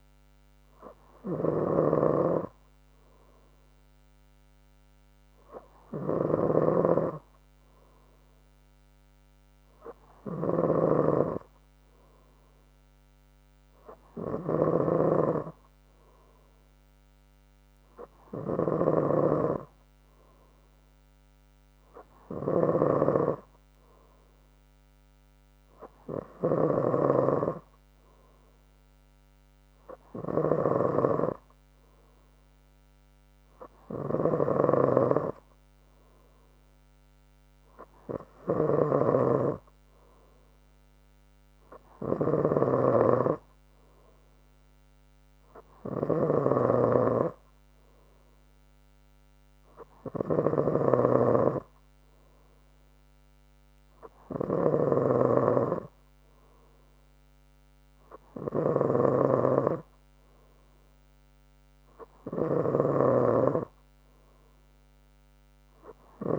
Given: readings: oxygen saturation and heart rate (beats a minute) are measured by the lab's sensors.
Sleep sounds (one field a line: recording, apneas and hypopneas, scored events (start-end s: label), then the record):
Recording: breathing in sleep by a microphone on the trachea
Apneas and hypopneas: none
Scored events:
5.00-7.00 s: long interval between heartbeats (device-marked, heart rate 66 before, 81 extreme)
9.50-11.50 s: long interval between heartbeats (device-marked, heart rate 70 before, 79 extreme)
13.50-15.50 s: long interval between heartbeats (device-marked, heart rate 73 before, 84 extreme)
25.00-27.00 s: long interval between heartbeats (device-marked, heart rate 75 before, 73 extreme)
39.00-51.50 s: snoring (device-marked)
63.00-66.39 s: snoring (device-marked)
From the record:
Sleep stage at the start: N3 (deep sleep)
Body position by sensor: on the front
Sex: female